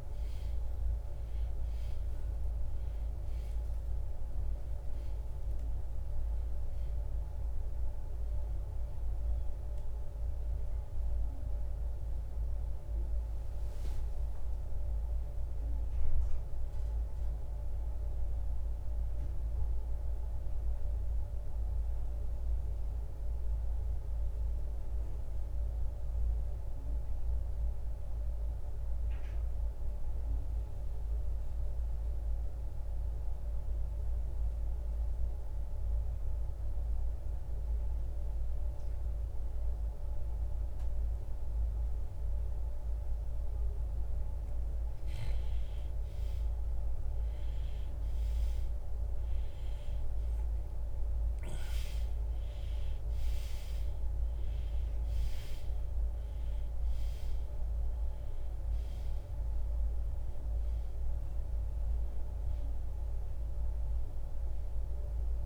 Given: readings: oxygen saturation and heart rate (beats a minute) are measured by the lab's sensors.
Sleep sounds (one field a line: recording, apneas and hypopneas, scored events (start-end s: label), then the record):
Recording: breathing in sleep, hard to hear, by a room microphone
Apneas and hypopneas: 1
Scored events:
0.00-28.00 s: oxygen desaturation (device-marked, oxygen 80% lowest, heart rate 59 extreme)
17.00-44.00 s: obstructive apnea (oxygen 92% before, 80% lowest, heart rate 89 before, 61 extreme, up 5 after)
45.00-65.46 s: oxygen desaturation (device-marked, oxygen 98% before, 81% lowest, heart rate 70 before, 52 extreme)
46.50-51.50 s: arousal
From the record:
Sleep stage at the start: N1 (lightest sleep)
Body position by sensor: on the right side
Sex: male